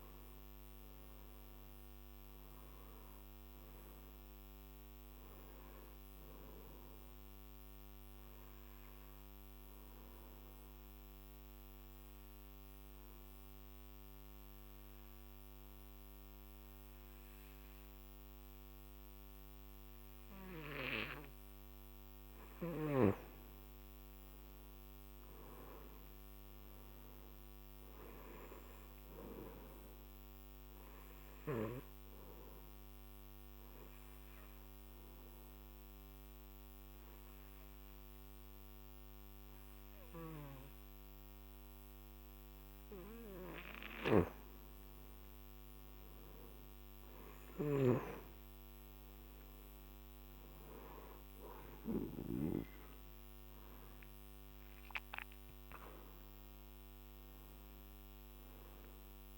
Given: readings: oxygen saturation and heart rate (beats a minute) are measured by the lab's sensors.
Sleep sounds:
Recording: breathing in sleep by a microphone on the trachea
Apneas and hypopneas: 2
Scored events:
0.50-21.50 s: oxygen desaturation (device-marked, oxygen 97% before, 89% lowest, heart rate 55 before, 49 extreme)
8.50-22.00 s: obstructive apnea (oxygen 98% before, 89% lowest, heart rate 58 before, 51 extreme, up 11 after)
24.00-27.50 s: arousal
30.50-46.50 s: oxygen desaturation (device-marked, oxygen 98% before, 90% lowest, heart rate 58 before, 48 extreme)
31.50-44.50 s: obstructive apnea (oxygen 98% before, 90% lowest, heart rate 58 before, 48 extreme, up 17 after)
45.50-48.50 s: arousal
56.50-59.38 s: oxygen desaturation (device-marked, oxygen 97% before, 91% lowest, heart rate 61 before, 48 extreme)
From the record:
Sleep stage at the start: N2 (light sleep)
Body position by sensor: on the back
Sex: male

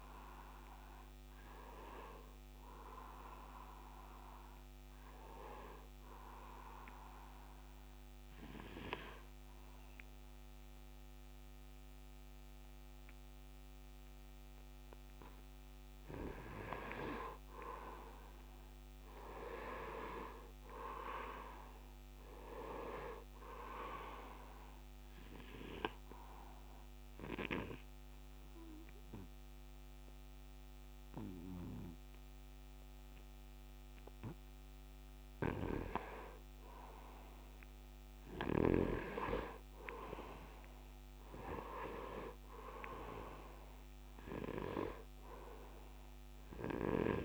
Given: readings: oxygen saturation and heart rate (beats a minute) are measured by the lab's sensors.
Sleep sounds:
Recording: breathing in sleep by a microphone on the trachea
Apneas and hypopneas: 2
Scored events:
6.50-17.50 s: obstructive apnea (oxygen 97% before, 88% lowest, heart rate 86 before, 75 extreme, up 5 after)
17.50-37.50 s: oxygen desaturation (device-marked, oxygen 96% before, 88% lowest, heart rate 77 before, 75 extreme)
19.50-22.50 s: arousal
26.00-36.50 s: obstructive apnea (oxygen 97% before, 88% lowest, heart rate 79 before, 75 extreme, up 6 after)
39.50-43.50 s: arousal
From the record:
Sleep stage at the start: N2 (light sleep)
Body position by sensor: on the right side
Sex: male

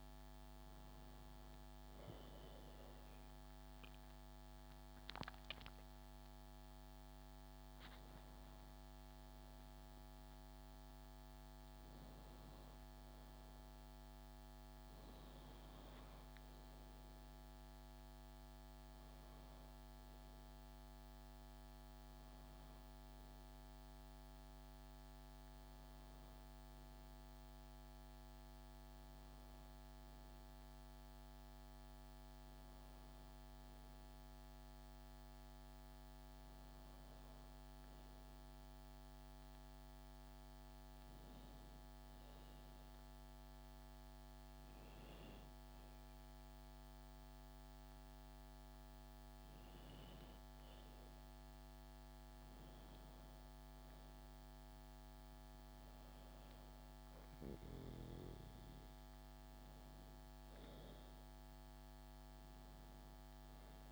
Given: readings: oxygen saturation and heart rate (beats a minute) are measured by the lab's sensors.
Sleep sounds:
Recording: breathing in sleep, hard to hear, by a microphone on the trachea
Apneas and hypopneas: 1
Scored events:
0.00-1.00 s: arousal
31.00-35.00 s: arousal
40.00-52.50 s: hypopnea (oxygen 96% before, 93% lowest, heart rate 75 before, 69 extreme, up 4 after)
54.00-57.50 s: arousal
61.00-63.92 s: arousal
From the record:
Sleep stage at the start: N2 (light sleep)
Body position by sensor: on the back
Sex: female

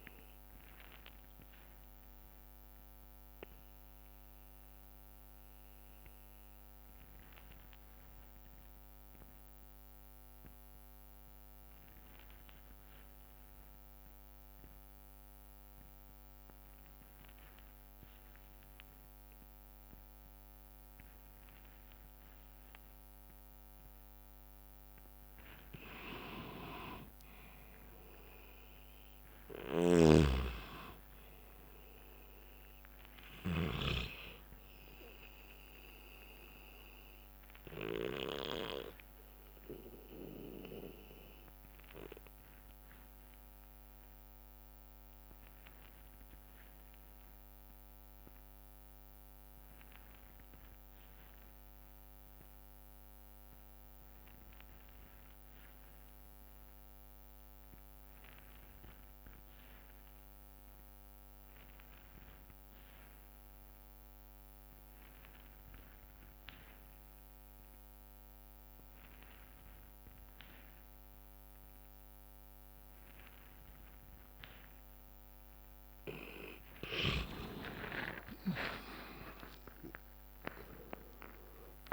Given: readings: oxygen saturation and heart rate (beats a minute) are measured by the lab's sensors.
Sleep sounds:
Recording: breathing in sleep by a microphone on the trachea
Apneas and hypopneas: 2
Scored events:
0.00-3.00 s: drop in pulse transit time (device-marked, heart rate 65 extreme)
0.00-16.00 s: oxygen desaturation (device-marked, oxygen 88% lowest, heart rate 51 extreme)
1.00-20.00 s: bradycardia (device-marked, heart rate 65 before, 51 extreme)
1.50-24.50 s: obstructive apnea (oxygen 98% before, 87% lowest, heart rate 67 before, 51 extreme, up 8 after)
21.00-23.00 s: bradycardia (device-marked, heart rate 65 before, 59 extreme)
25.00-49.00 s: oxygen desaturation (device-marked, oxygen 99% before, 92% lowest, heart rate 55 before, 54 extreme)
26.50-30.50 s: arousal
29.50-33.50 s: snoring (device-marked)
37.00-61.00 s: bradycardia (device-marked, heart rate 64 before, 54 extreme)
37.00-76.00 s: obstructive apnea (oxygen 99% before, 82% lowest, heart rate 60 before, 54 extreme)
46.00-67.00 s: drop in pulse transit time (device-marked, heart rate 60 before, 56 extreme)
60.00-81.93 s: oxygen desaturation (device-marked, oxygen 98% before, 82% lowest, heart rate 57 before, 58 extreme)
71.00-81.93 s: new sleep stage, N1 (lightest sleep)
77.00-81.93 s: tachycardia (device-marked, heart rate 63 before, 130 extreme)
78.00-81.93 s: arousal
80.50-81.93 s: long interval between heartbeats (device-marked, heart rate 64 before, 108 extreme)
From the record:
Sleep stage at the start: N2 (light sleep)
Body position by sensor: on the back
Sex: male

